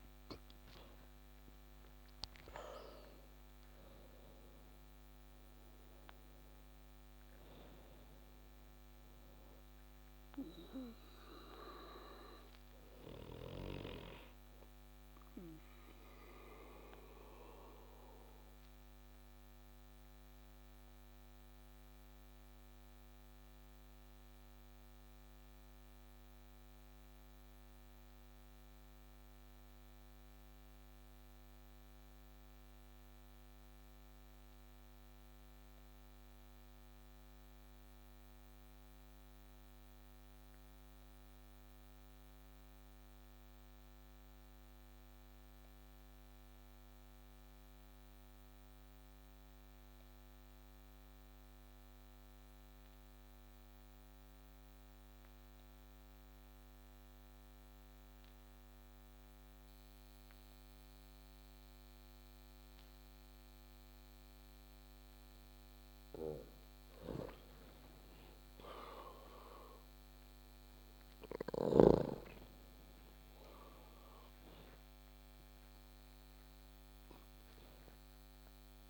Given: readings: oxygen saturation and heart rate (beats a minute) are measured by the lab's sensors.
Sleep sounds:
breathing in sleep by a microphone on the trachea; 1
0.00-34.00 s: oxygen desaturation (device-marked, oxygen 88% lowest)
16.00-65.50 s: obstructive apnea (oxygen 95% before, 88% lowest)
73.00-78.50 s: arousal
73.00-78.90 s: oxygen desaturation (device-marked, oxygen 96% before, 92% lowest)
From the record:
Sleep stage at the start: N2 (light sleep); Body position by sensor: on the back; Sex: male

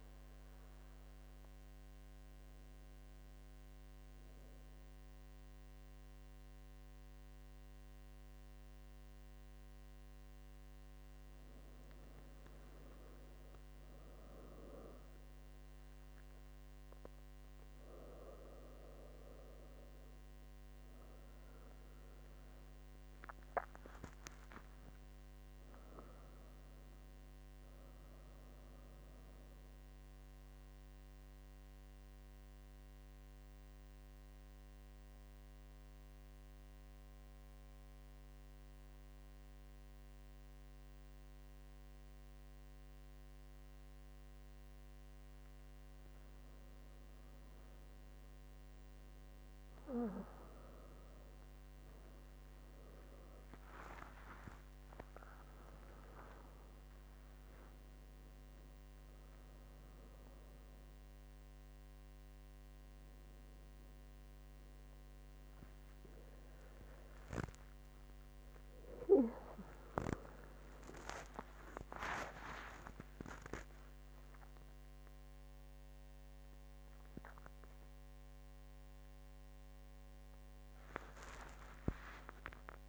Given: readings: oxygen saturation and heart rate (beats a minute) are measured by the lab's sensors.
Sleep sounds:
a person awake in a sleep study, by a microphone on the trachea; 1
23.50-53.50 s: new sleep stage, N1 (lightest sleep)
31.00-45.50 s: central apnea (oxygen 99% before, 95% lowest, heart rate 80 before, 70 extreme, up 18 after)
53.50-82.89 s: new sleep stage, awake
From the record:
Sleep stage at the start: awake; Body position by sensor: on the back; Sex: female

